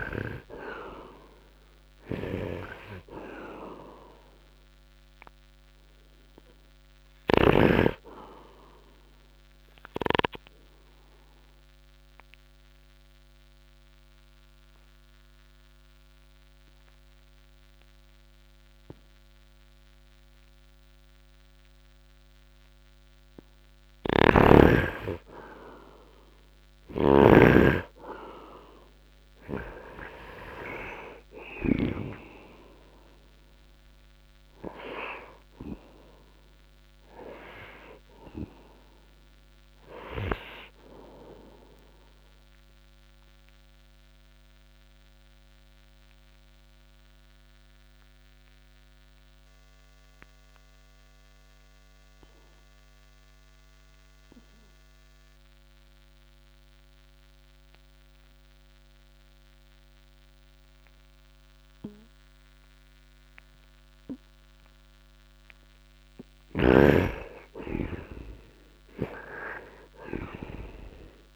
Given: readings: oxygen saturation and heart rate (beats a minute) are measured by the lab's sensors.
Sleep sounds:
breathing in sleep by a microphone on the trachea; 2
0.00-1.00 s: arousal
0.00-23.50 s: oxygen desaturation (device-marked, oxygen 82% lowest, heart rate 57 extreme)
10.00-23.50 s: obstructive apnea (oxygen 99% before, 82% lowest, heart rate 60 before, 64 extreme)
24.00-32.00 s: snoring (device-marked)
30.50-55.50 s: oxygen desaturation (device-marked, oxygen 99% before, 89% lowest, heart rate 69 before, 55 extreme)
31.00-35.50 s: arousal
42.50-66.00 s: obstructive apnea (oxygen 99% before, 83% lowest, heart rate 67 before, 55 extreme, up 5 after)
67.50-71.00 s: arousal
67.50-71.36 s: oxygen desaturation (device-marked, oxygen 100% before, 83% lowest, heart rate 64 before, 61 extreme)
From the record:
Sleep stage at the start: N2 (light sleep); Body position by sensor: on the right side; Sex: male

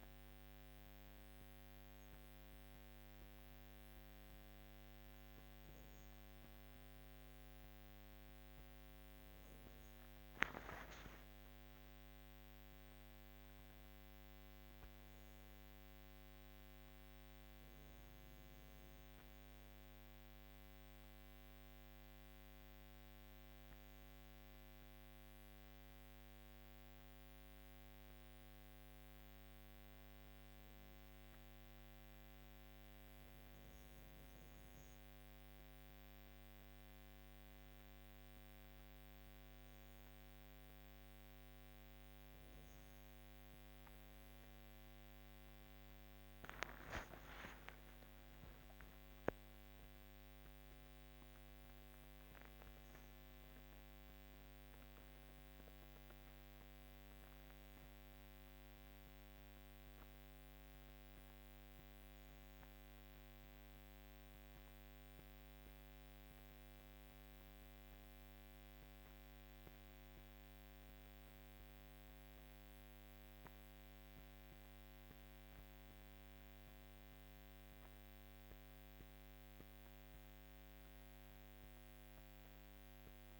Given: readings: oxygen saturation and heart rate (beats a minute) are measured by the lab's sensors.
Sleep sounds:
breathing in sleep, hard to hear, by a microphone on the trachea; none
47.00-51.00 s: arousal
From the record:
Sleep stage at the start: REM sleep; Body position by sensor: on the back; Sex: female

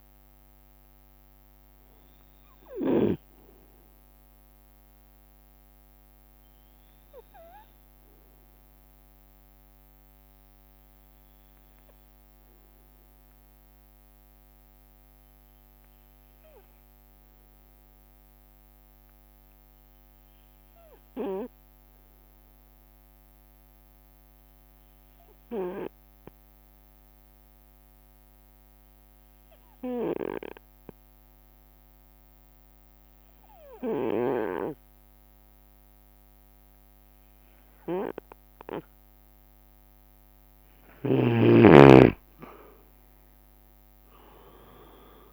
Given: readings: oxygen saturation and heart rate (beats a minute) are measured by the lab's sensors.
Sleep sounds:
breathing in sleep by a microphone on the trachea; 1
0.00-19.00 s: oxygen desaturation (device-marked, oxygen 91% lowest)
0.00-37.00 s: bradycardia (device-marked)
8.00-39.50 s: obstructive apnea (oxygen 97% before, 91% lowest)
13.00-16.00 s: leg movement (device-marked)
31.50-33.50 s: leg movement (device-marked)
39.00-45.32 s: oxygen desaturation (device-marked, oxygen 98% before, 92% lowest)
42.00-44.00 s: long interval between heartbeats (device-marked)
42.00-45.32 s: arousal
From the record:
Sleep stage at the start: N2 (light sleep); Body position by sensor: on the right side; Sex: male

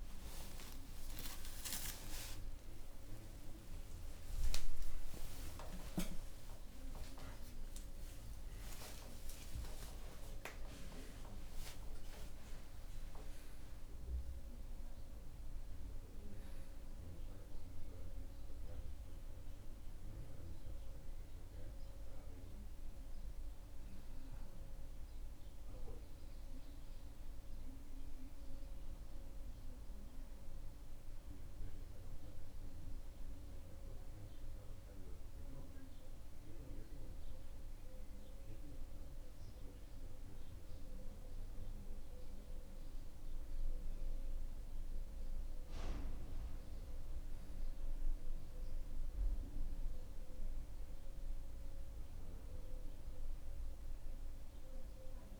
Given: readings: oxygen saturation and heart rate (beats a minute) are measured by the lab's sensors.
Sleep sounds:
a person partly awake in a sleep study, by a room microphone; none
8.00-55.40 s: new sleep stage, N1 (lightest sleep)
From the record:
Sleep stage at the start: awake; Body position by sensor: on the back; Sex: male

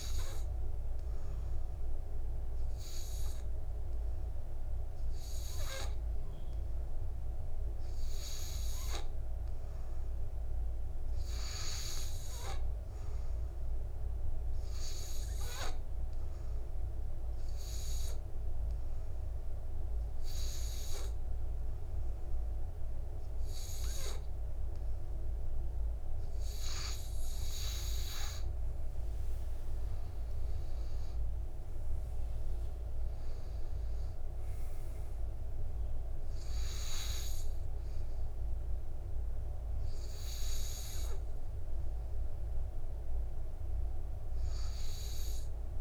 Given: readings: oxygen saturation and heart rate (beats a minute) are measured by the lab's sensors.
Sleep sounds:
breathing in sleep by a room microphone; 1
14.50-26.50 s: hypopnea (oxygen 94% before, 90% lowest, heart rate 59 before, 49 extreme, up 17 after)
29.00-33.00 s: arousal
From the record:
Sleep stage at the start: N2 (light sleep); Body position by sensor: on the back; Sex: male

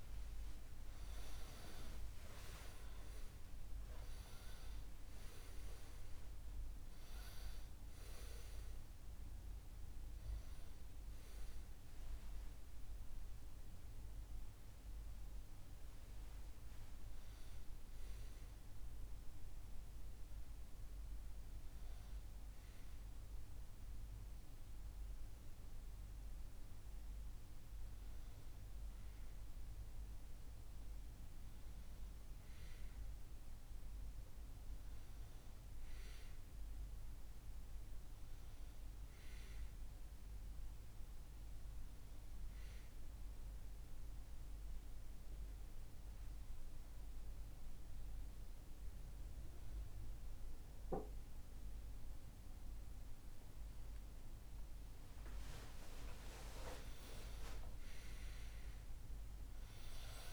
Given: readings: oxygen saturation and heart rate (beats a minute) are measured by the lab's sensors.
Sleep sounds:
a person partly awake in a sleep study, by a room microphone; none
43.50-60.33 s: new sleep stage, awake
From the record:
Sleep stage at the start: N1 (lightest sleep); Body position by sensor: on the back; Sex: male

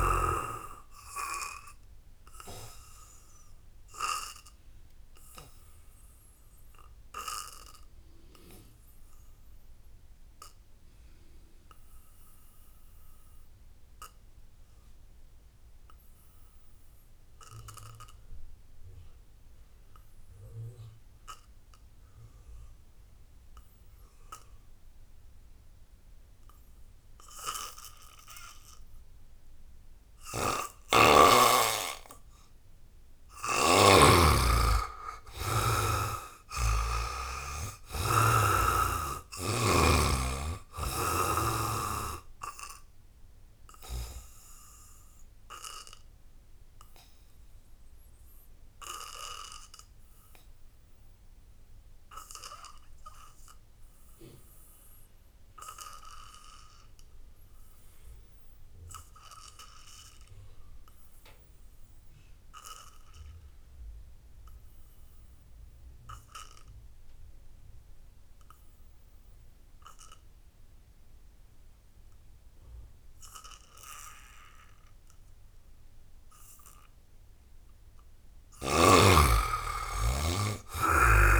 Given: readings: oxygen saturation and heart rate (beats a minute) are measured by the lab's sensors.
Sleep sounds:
breathing in sleep by a room microphone; 2
0.00-13.00 s: oxygen desaturation (device-marked, oxygen 72% lowest, heart rate 60 extreme)
1.00-32.00 s: obstructive apnea (oxygen 98% before, 72% lowest, heart rate 70 before, 62 extreme, up 6 after)
19.00-53.00 s: oxygen desaturation (device-marked, oxygen 98% before, 73% lowest, heart rate 79 before, 57 extreme)
33.00-36.50 s: snoring (device-marked)
33.50-37.00 s: arousal
42.00-76.50 s: obstructive apnea (oxygen 98% before, 70% lowest, heart rate 71 before, 54 extreme, up 13 after)
66.00-81.40 s: oxygen desaturation (device-marked, oxygen 98% before, 70% lowest, heart rate 77 before, 54 extreme)
78.50-81.40 s: arousal
From the record:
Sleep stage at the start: N2 (light sleep); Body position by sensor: on the back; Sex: male

